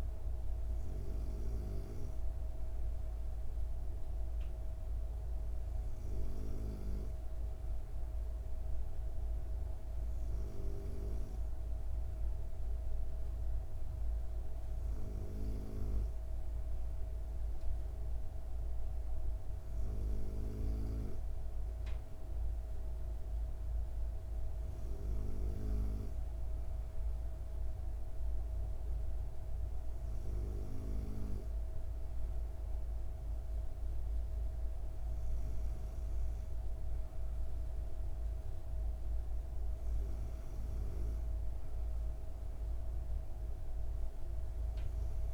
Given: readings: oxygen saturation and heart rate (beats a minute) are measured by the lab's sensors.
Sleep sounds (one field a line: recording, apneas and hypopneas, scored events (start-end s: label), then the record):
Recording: breathing in sleep by a room microphone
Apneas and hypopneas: none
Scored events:
none scored
From the record:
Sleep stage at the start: N2 (light sleep)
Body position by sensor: on the back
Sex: female